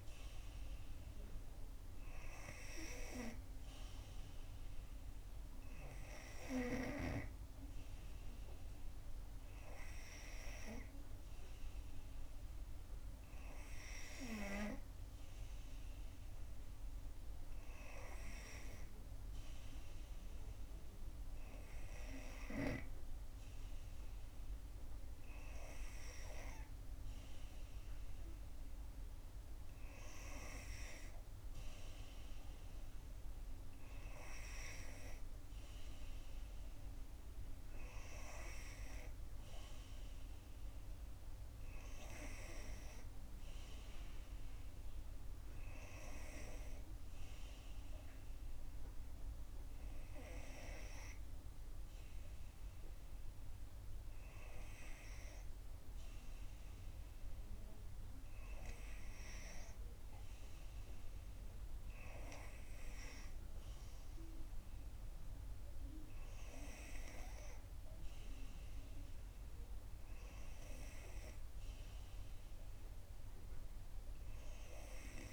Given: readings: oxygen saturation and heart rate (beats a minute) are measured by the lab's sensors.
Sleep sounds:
breathing in sleep by a room microphone; none
none scored
From the record:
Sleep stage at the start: N2 (light sleep); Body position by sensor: on the back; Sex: female

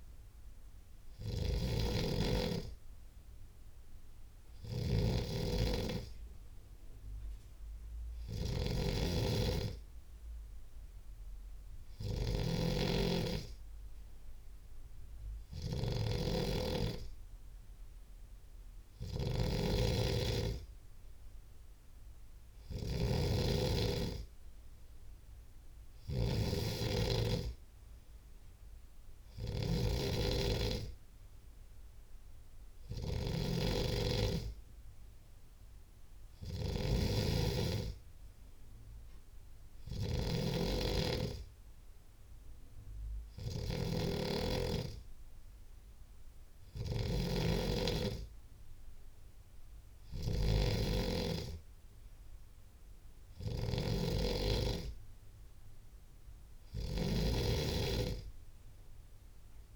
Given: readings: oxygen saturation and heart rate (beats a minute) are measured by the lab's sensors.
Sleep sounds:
breathing in sleep by a room microphone; none
none scored
From the record:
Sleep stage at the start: N3 (deep sleep); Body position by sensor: on the left side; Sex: male

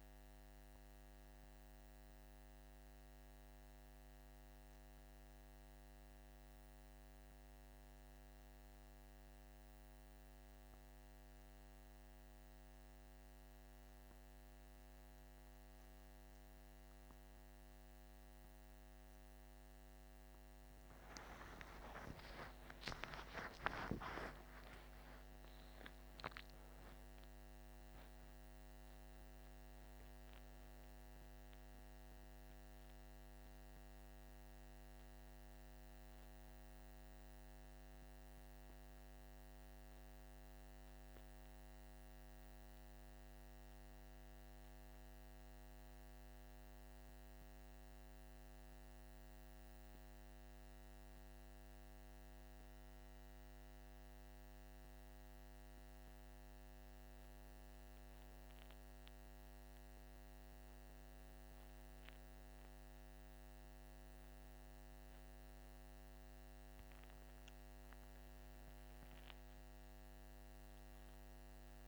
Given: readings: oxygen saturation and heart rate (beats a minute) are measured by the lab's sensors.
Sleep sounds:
breathing in sleep by a microphone on the trachea; 1
20.50-26.00 s: arousal
42.00-55.50 s: hypopnea (oxygen 98% before, 95% lowest, heart rate 56 before, 48 extreme, up 4 after)
63.00-68.00 s: arousal
From the record:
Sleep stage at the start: N1 (lightest sleep); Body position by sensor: on the back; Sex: male

